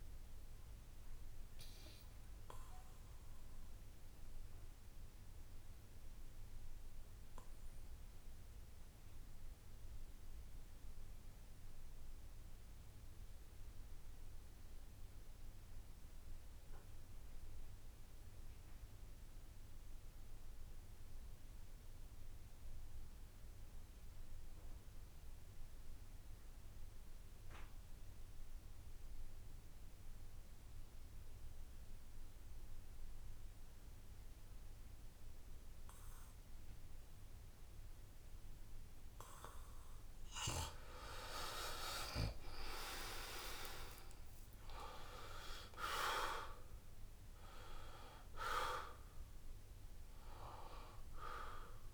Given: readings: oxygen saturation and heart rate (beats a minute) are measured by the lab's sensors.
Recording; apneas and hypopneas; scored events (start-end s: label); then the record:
breathing in sleep by a room microphone; 1
0.00-12.50 s: oxygen desaturation (device-marked, oxygen 78% lowest, heart rate 65 extreme)
2.00-40.00 s: obstructive apnea (oxygen 96% before, 78% lowest, heart rate 75 before, 65 extreme, up 18 after)
26.50-51.94 s: oxygen desaturation (device-marked, oxygen 97% before, 79% lowest, heart rate 67 before, 67 extreme)
42.00-46.50 s: arousal
44.50-46.50 s: long interval between heartbeats (device-marked, heart rate 71 before, 85 extreme)
From the record:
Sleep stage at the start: N2 (light sleep); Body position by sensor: on the back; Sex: male